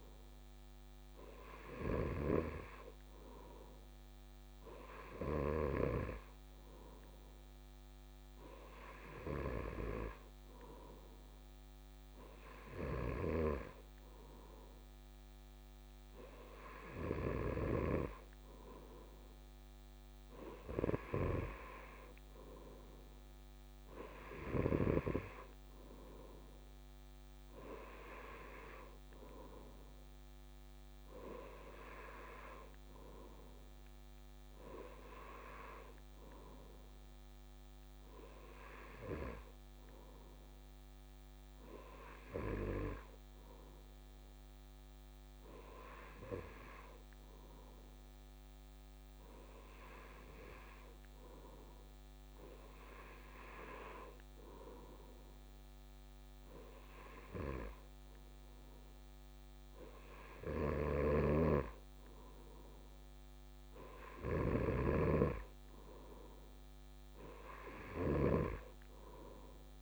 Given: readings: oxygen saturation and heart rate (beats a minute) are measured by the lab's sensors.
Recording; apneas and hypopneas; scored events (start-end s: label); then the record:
breathing in sleep by a microphone on the trachea; none
none scored
From the record:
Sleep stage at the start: N2 (light sleep); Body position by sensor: on the right side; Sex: male